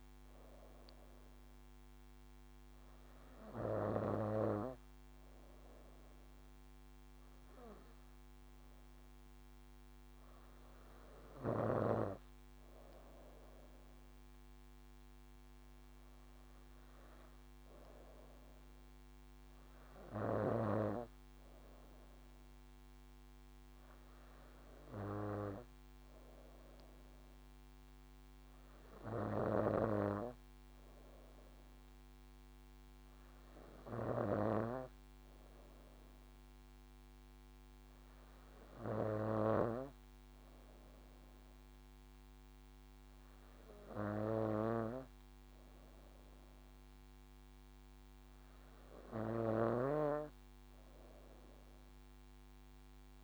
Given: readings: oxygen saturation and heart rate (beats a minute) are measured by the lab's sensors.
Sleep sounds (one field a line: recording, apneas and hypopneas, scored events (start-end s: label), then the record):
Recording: breathing in sleep by a microphone on the trachea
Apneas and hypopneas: none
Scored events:
10.50-25.50 s: drop in pulse transit time (device-marked, heart rate 59 before, 57 extreme)
From the record:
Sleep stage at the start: N2 (light sleep)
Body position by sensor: on the back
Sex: female